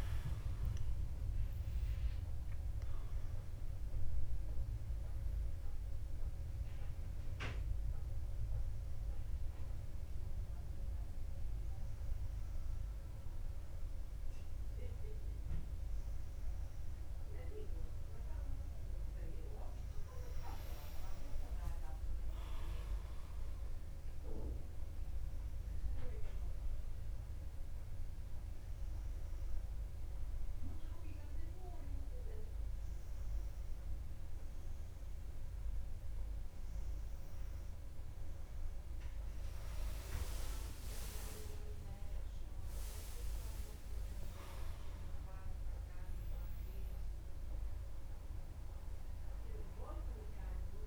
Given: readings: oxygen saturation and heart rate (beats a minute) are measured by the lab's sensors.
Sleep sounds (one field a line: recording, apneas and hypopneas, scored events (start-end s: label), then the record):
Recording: breathing in sleep by a room microphone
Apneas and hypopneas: none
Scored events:
0.00-2.50 s: arousal
0.00-9.50 s: drop in pulse transit time (device-marked, heart rate 60 extreme)
42.00-46.50 s: arousal
From the record:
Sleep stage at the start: N2 (light sleep)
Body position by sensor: on the back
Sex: female